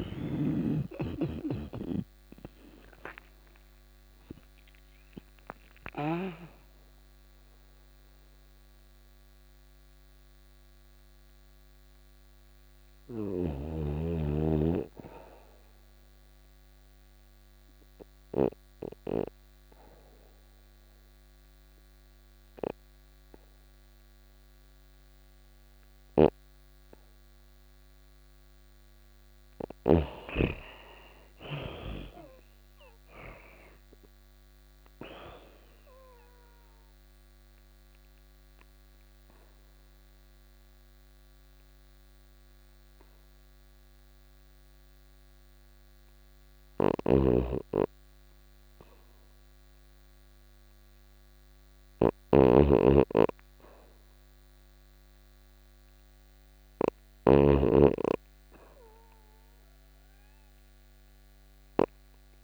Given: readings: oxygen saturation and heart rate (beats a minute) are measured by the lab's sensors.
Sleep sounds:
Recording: breathing in sleep by a microphone on the trachea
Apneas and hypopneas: 2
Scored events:
0.00-2.50 s: arousal
0.00-5.50 s: snoring (device-marked)
0.00-14.50 s: oxygen desaturation (device-marked, oxygen 84% lowest, heart rate 87 extreme)
15.50-28.00 s: obstructive apnea (oxygen 98% before, 87% lowest, heart rate 93 before, 87 extreme, up 2 after)
25.00-29.00 s: snoring (device-marked)
28.50-32.00 s: arousal
31.50-45.50 s: oxygen desaturation (device-marked, oxygen 98% before, 87% lowest, heart rate 89 before, 88 extreme)
35.50-46.50 s: obstructive apnea (oxygen 99% before, 87% lowest, heart rate 89 before, 88 extreme, up 2 after)
46.00-56.50 s: snoring (device-marked)
48.50-53.00 s: arousal
57.50-62.44 s: oxygen desaturation (device-marked, oxygen 98% before, 87% lowest, heart rate 89 before, 87 extreme)
From the record:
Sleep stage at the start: N2 (light sleep)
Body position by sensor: on the back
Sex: female

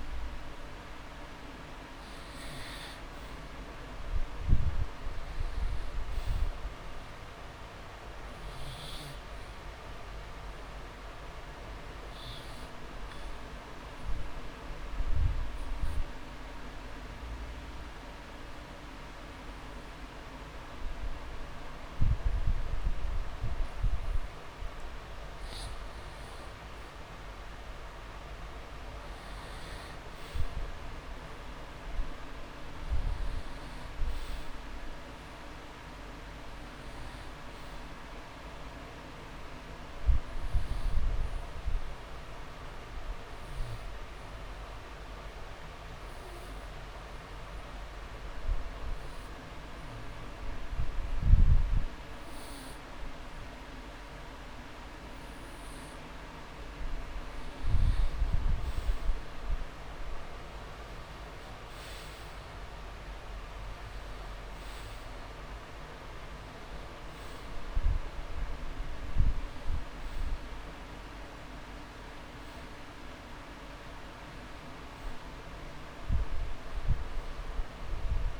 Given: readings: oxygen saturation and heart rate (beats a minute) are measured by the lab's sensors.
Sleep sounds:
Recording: breathing in sleep, hard to hear, by a room microphone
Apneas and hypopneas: 2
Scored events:
0.00-1.50 s: arousal
3.50-23.50 s: oxygen desaturation (device-marked, oxygen 98% before, 92% lowest)
11.00-13.00 s: long interval between heartbeats (device-marked)
12.50-24.50 s: obstructive apnea (oxygen 99% before, 92% lowest)
27.00-31.00 s: arousal
32.00-34.00 s: long interval between heartbeats (device-marked)
37.50-55.50 s: oxygen desaturation (device-marked, oxygen 98% before, 92% lowest)
41.00-56.00 s: obstructive apnea (oxygen 98% before, 91% lowest)
52.00-54.00 s: long interval between heartbeats (device-marked)
58.00-61.50 s: arousal
From the record:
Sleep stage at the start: N2 (light sleep)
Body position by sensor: on the back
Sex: male

